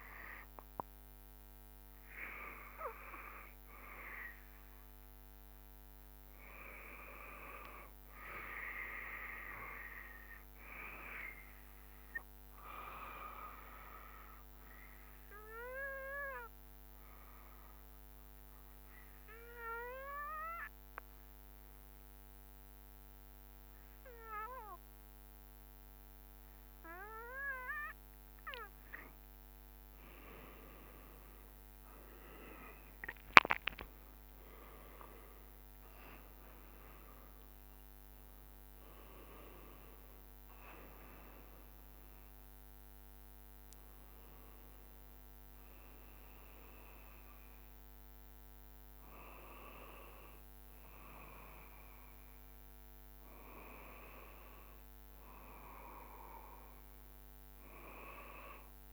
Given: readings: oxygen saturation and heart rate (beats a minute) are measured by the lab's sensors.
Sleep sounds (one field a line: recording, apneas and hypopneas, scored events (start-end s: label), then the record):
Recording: breathing in sleep by a microphone on the trachea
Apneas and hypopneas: 1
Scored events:
11.50-29.00 s: obstructive apnea (oxygen 95% before, 88% lowest, heart rate 72 before, 67 extreme, up 12 after)
31.50-35.50 s: arousal
32.50-44.50 s: drop in pulse transit time (device-marked, heart rate 70 before, 73 extreme)
34.50-52.50 s: oxygen desaturation (device-marked, oxygen 93% before, 88% lowest, heart rate 70 before, 65 extreme)
From the record:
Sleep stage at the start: N2 (light sleep)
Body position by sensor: on the back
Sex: male